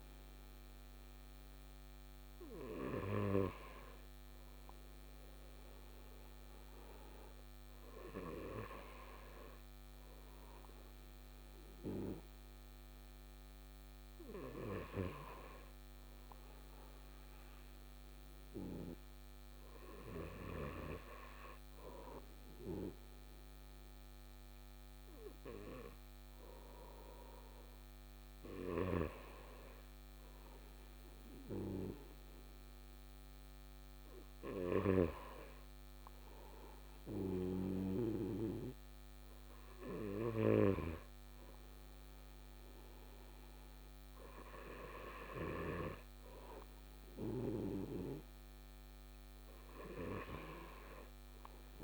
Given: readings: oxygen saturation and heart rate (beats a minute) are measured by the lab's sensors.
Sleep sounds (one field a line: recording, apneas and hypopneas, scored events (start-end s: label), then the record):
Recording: breathing in sleep by a microphone on the trachea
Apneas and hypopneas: none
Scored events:
28.50-35.00 s: snoring (device-marked)
37.00-45.50 s: snoring (device-marked)
From the record:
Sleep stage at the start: N2 (light sleep)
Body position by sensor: on the right side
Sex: male